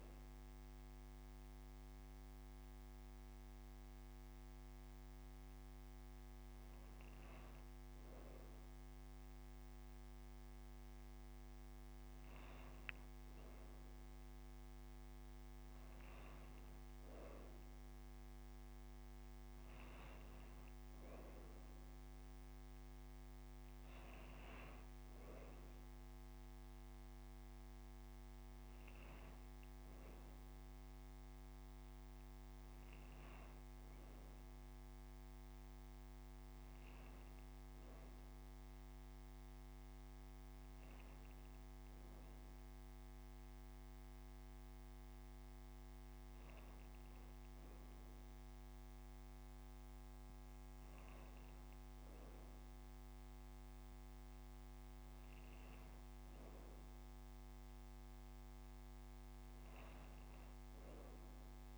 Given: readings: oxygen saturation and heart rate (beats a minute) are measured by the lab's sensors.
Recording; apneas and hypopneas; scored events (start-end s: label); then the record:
breathing in sleep, hard to hear, by a microphone on the trachea; none
5.00-7.00 s: long interval between heartbeats (device-marked)
10.50-12.50 s: long interval between heartbeats (device-marked)
15.00-17.00 s: long interval between heartbeats (device-marked)
18.50-20.50 s: long interval between heartbeats (device-marked)
22.50-24.50 s: long interval between heartbeats (device-marked, heart rate 43 before, 117 extreme)
25.50-27.50 s: long interval between heartbeats (device-marked, heart rate 61 before, 135 extreme)
29.00-31.00 s: long interval between heartbeats (device-marked, heart rate 84 before, 128 extreme)
32.00-34.00 s: long interval between heartbeats (device-marked, heart rate 96 before, 140 extreme)
36.00-38.00 s: long interval between heartbeats (device-marked, heart rate 117 before, 158 extreme)
38.00-40.00 s: long interval between heartbeats (device-marked, heart rate 129 before, 160 extreme)
40.00-42.00 s: long interval between heartbeats (device-marked, heart rate 139 before, 169 extreme)
45.50-47.50 s: long interval between heartbeats (device-marked, heart rate 153 before, 177 extreme)
48.50-50.50 s: long interval between heartbeats (device-marked, heart rate 158 before, 154 extreme)
51.00-53.00 s: long interval between heartbeats (device-marked, heart rate 161 before, 113 extreme)
56.50-58.50 s: long interval between heartbeats (device-marked, heart rate 150 before, 79 extreme)
58.50-60.50 s: long interval between heartbeats (device-marked, heart rate 141 before, 99 extreme)
From the record:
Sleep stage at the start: N2 (light sleep); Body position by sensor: on the right side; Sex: female